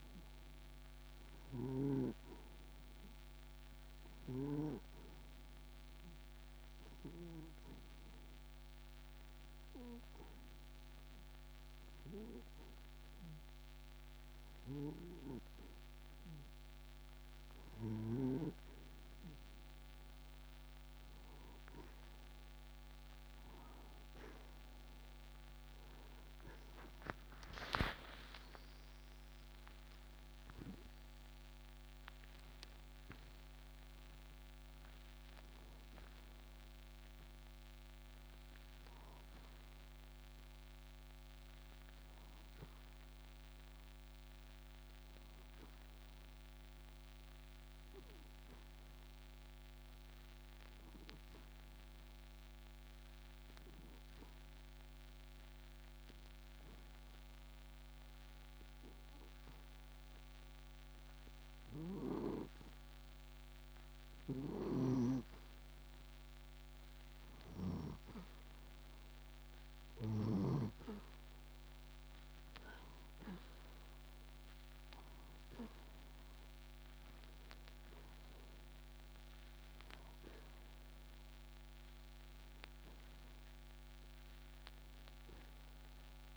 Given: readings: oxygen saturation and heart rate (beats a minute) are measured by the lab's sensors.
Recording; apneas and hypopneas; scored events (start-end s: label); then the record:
breathing in sleep by a microphone on the trachea; 2
0.00-1.50 s: arousal
0.00-13.00 s: oxygen desaturation (device-marked, oxygen 87% lowest)
5.50-17.50 s: hypopnea (oxygen 97% before, 87% lowest)
19.50-24.00 s: arousal
47.50-63.50 s: obstructive apnea (oxygen 93% before, 88% lowest)
49.00-62.00 s: oxygen desaturation (device-marked, oxygen 91% before, 88% lowest)
66.50-70.00 s: arousal
72.00-86.37 s: oxygen desaturation (device-marked, oxygen 97% before, 88% lowest)
From the record:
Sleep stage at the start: N2 (light sleep); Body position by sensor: on the right side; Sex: male